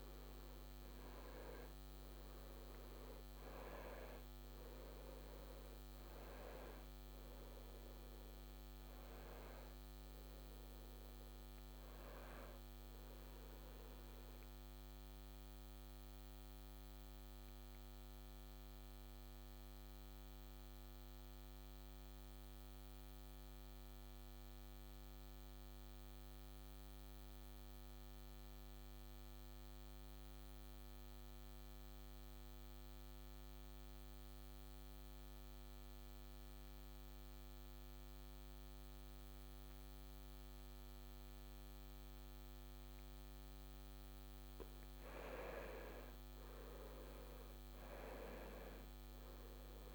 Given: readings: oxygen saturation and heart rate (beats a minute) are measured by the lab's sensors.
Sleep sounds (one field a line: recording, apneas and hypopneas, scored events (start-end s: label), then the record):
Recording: breathing in sleep by a microphone on the trachea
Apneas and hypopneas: 1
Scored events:
0.00-1.00 s: arousal
0.00-18.50 s: oxygen desaturation (device-marked, oxygen 80% lowest, heart rate 59 extreme)
14.00-43.00 s: obstructive apnea (oxygen 95% before, 80% lowest, heart rate 72 before, 59 extreme, up 12 after)
39.50-49.95 s: oxygen desaturation (device-marked, oxygen 98% before, 84% lowest, heart rate 63 before, 67 extreme)
From the record:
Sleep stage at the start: N2 (light sleep)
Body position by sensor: on the back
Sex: male